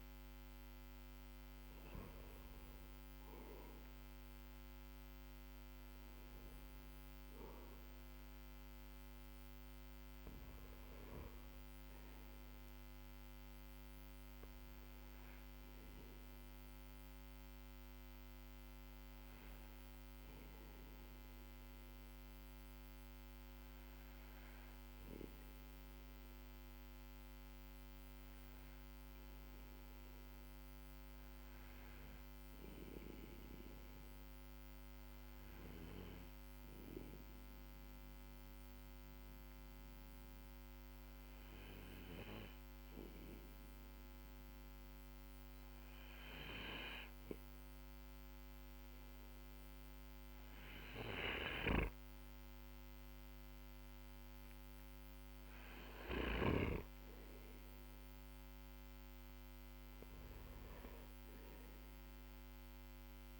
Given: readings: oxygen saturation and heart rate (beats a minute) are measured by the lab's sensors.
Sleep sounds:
breathing in sleep by a microphone on the trachea; 1
11.00-18.00 s: oxygen desaturation (device-marked, oxygen 96% before, 93% lowest, heart rate 51 before, 44 extreme)
17.50-50.00 s: obstructive apnea (oxygen 96% before, 93% lowest, heart rate 51 before, 45 extreme, up 9 after)
31.00-63.40 s: new sleep stage, N2 (light sleep)
50.00-63.40 s: oxygen desaturation (device-marked, oxygen 97% before, 93% lowest, heart rate 51 before, 46 extreme)
52.50-56.50 s: arousal
From the record:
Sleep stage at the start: N1 (lightest sleep); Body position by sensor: on the right side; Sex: male

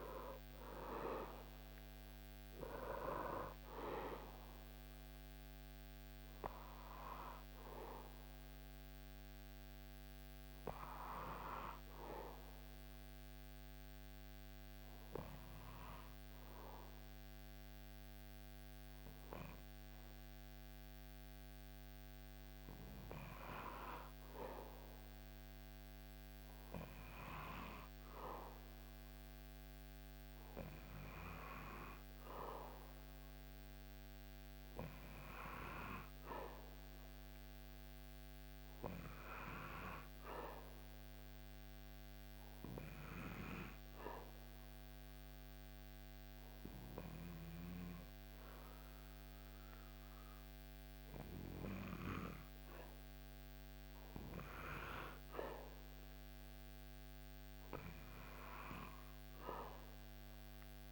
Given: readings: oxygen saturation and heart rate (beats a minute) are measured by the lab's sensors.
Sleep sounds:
breathing in sleep by a microphone on the trachea; 2
0.00-1.00 s: arousal
10.50-23.00 s: obstructive apnea (oxygen 98% before, 95% lowest, heart rate 72 before, 64 extreme, up 11 after)
25.00-30.00 s: arousal
40.00-53.00 s: obstructive apnea (oxygen 99% before, 95% lowest, heart rate 72 before, 72 extreme, up 6 after)
57.00-60.92 s: arousal
From the record:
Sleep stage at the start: N2 (light sleep); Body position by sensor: on the back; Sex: male

